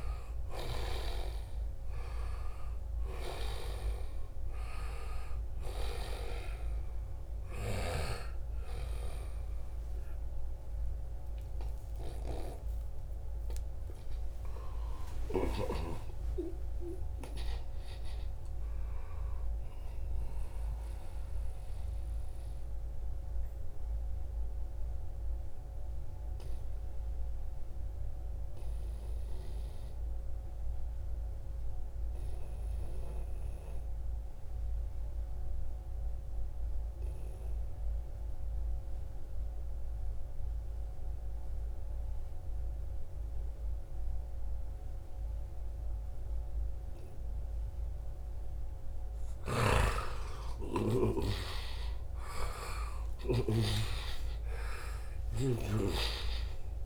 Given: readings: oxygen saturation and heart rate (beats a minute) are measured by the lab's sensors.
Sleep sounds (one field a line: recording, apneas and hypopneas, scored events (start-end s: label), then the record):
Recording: breathing in sleep by a room microphone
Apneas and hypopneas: 1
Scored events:
0.00-1.00 s: arousal
0.00-23.00 s: oxygen desaturation (device-marked, oxygen 88% lowest, heart rate 68 extreme)
2.50-7.50 s: snoring (device-marked)
15.00-19.50 s: arousal
22.00-48.00 s: obstructive apnea (oxygen 94% before, 90% lowest, heart rate 83 before, 66 extreme, up 7 after)
42.00-53.00 s: oxygen desaturation (device-marked, oxygen 95% before, 92% lowest, heart rate 75 before, 66 extreme)
48.50-53.00 s: snoring (device-marked)
52.00-56.86 s: arousal
From the record:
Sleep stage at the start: N2 (light sleep)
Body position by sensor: on the right side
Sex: male